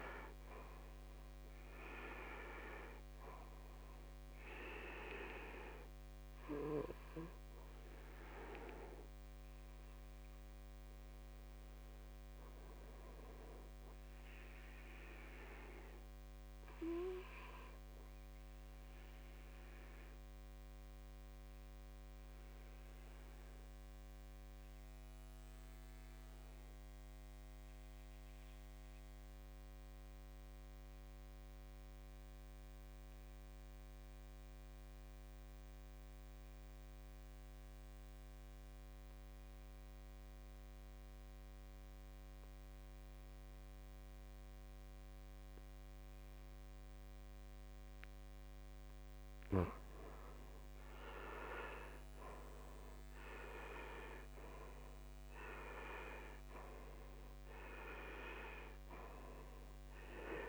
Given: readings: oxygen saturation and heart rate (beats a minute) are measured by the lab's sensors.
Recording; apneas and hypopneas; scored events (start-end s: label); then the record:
breathing in sleep by a microphone on the trachea; 1
0.00-24.00 s: oxygen desaturation (device-marked, oxygen 74% lowest, heart rate 53 extreme)
18.50-49.00 s: obstructive apnea (oxygen 95% before, 74% lowest, heart rate 63 before, 53 extreme, up 13 after)
44.00-60.48 s: oxygen desaturation (device-marked, oxygen 98% before, 76% lowest, heart rate 56 before, 49 extreme)
51.50-54.00 s: arousal
From the record:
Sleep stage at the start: N2 (light sleep); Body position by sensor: on the back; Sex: male